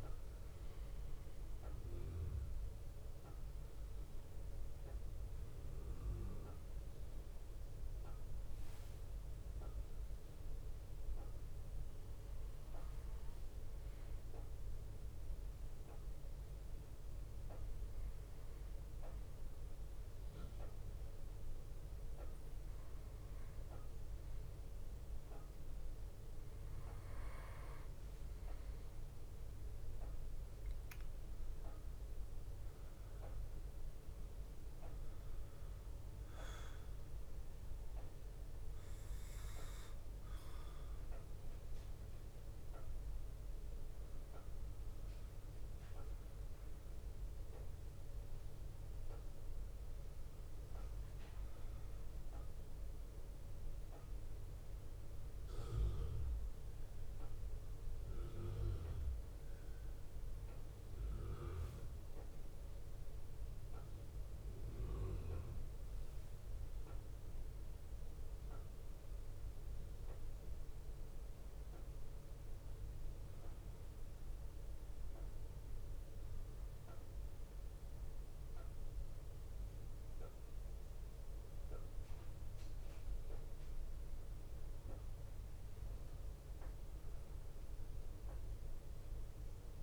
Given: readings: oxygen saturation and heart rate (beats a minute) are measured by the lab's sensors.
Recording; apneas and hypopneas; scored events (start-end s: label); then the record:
breathing in sleep, hard to hear, by a room microphone; 1
26.50-89.83 s: new sleep stage, N2 (light sleep)
63.00-67.50 s: arousal
74.00-85.50 s: obstructive apnea (oxygen 94% before, 91% lowest)
87.00-89.83 s: arousal
From the record:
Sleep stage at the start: N1 (lightest sleep); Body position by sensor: on the back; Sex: male